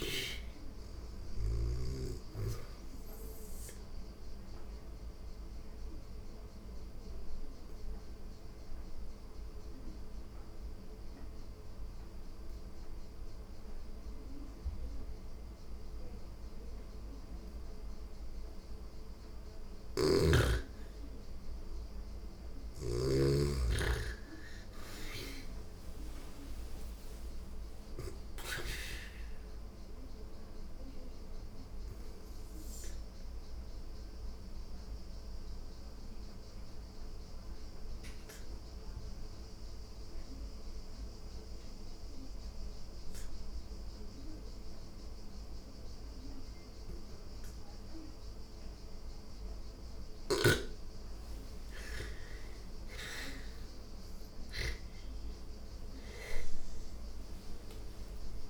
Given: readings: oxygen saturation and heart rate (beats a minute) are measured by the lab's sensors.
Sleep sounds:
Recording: breathing in sleep by a room microphone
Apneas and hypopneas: 2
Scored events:
0.00-1.00 s: snoring (device-marked)
1.50-14.50 s: oxygen desaturation (device-marked, oxygen 99% before, 89% lowest, heart rate 86 before, 82 extreme)
3.00-18.00 s: obstructive apnea (oxygen 99% before, 85% lowest, heart rate 87 before, 82 extreme, up 3 after)
19.00-22.50 s: snoring (device-marked)
21.00-26.00 s: arousal
24.50-44.50 s: oxygen desaturation (device-marked, oxygen 99% before, 88% lowest, heart rate 86 before, 82 extreme)
31.50-49.50 s: obstructive apnea (oxygen 99% before, 85% lowest, heart rate 87 before, 82 extreme, up 7 after)
51.00-55.00 s: arousal
52.50-58.50 s: oxygen desaturation (device-marked, oxygen 99% before, 85% lowest, heart rate 85 before, 84 extreme)
From the record:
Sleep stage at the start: N2 (light sleep)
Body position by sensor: on the back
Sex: female

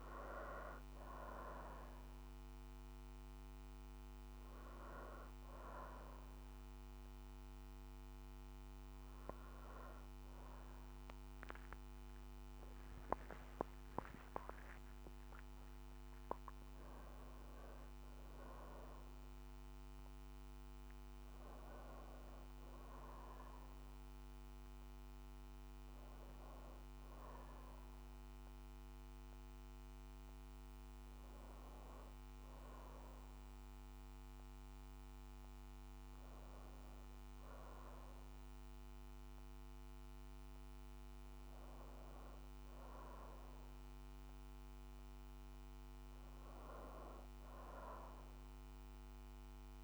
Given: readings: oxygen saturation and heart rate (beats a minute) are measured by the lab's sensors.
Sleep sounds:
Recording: breathing in sleep by a microphone on the trachea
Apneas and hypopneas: none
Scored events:
0.00-8.00 s: oxygen desaturation (device-marked, oxygen 91% lowest, heart rate 62 extreme)
11.50-14.50 s: arousal
32.00-42.00 s: oxygen desaturation (device-marked, oxygen 95% before, 90% lowest, heart rate 64 before, 61 extreme)
From the record:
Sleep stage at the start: N2 (light sleep)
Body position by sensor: on the back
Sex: female

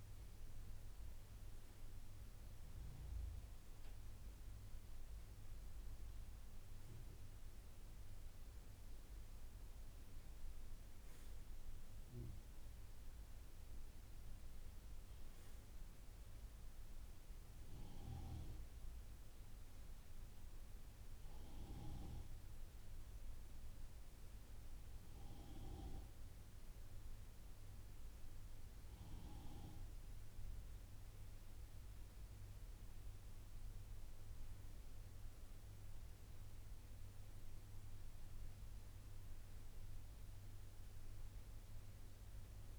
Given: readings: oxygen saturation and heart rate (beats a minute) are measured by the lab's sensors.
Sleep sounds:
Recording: breathing in sleep by a room microphone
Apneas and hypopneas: none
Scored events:
none scored
From the record:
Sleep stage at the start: N2 (light sleep)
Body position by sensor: on the right side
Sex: male

